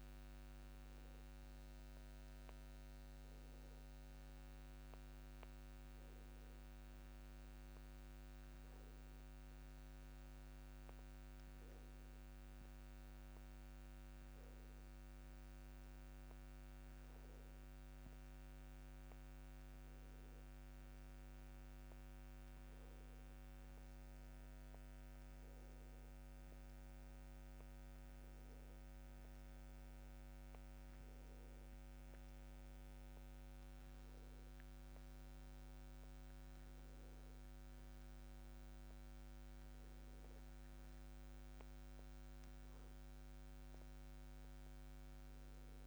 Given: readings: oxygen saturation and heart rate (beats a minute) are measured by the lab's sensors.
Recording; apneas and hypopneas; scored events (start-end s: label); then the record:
a person awake in a sleep study, hard to hear, by a microphone on the trachea; none
none scored
From the record:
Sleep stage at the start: awake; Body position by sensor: on the back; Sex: male